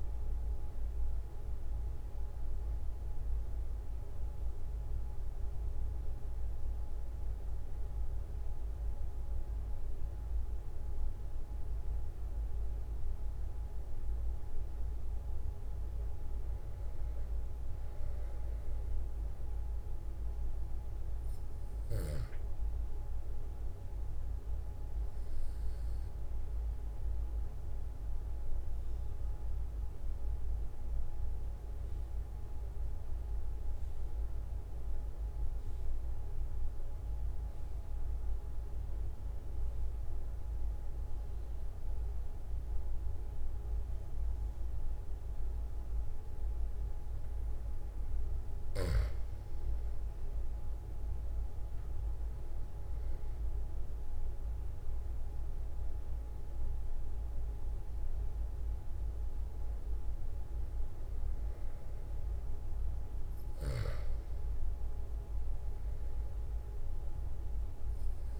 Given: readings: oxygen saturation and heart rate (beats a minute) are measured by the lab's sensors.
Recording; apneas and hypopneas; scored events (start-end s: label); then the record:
breathing in sleep, hard to hear, by a room microphone; 1
0.00-2.00 s: arousal
0.00-9.00 s: oxygen desaturation (device-marked, oxygen 93% lowest, heart rate 43 extreme)
15.00-28.00 s: oxygen desaturation (device-marked, oxygen 94% before, 91% lowest, heart rate 48 before, 43 extreme)
27.50-48.50 s: obstructive apnea (oxygen 95% before, 92% lowest, heart rate 46 before, 44 extreme, up 3 after)
51.00-55.00 s: arousal
63.50-68.40 s: snoring (device-marked)
From the record:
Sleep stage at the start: N2 (light sleep); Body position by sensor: on the back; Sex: male